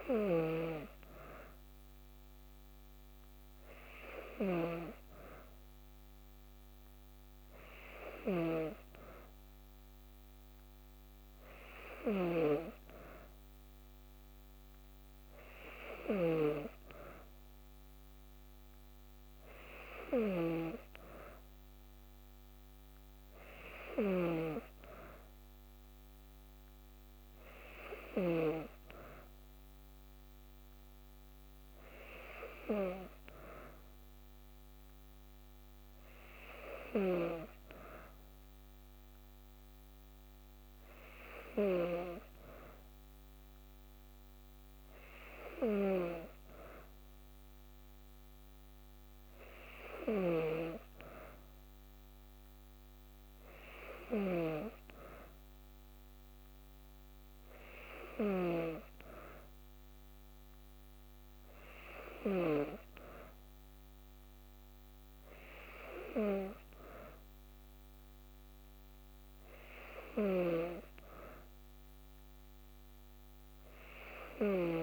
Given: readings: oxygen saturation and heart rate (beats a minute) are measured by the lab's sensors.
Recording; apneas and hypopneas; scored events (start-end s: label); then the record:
breathing in sleep by a microphone on the trachea; none
0.00-4.50 s: snoring (device-marked)
From the record:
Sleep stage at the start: N2 (light sleep); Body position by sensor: on the back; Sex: female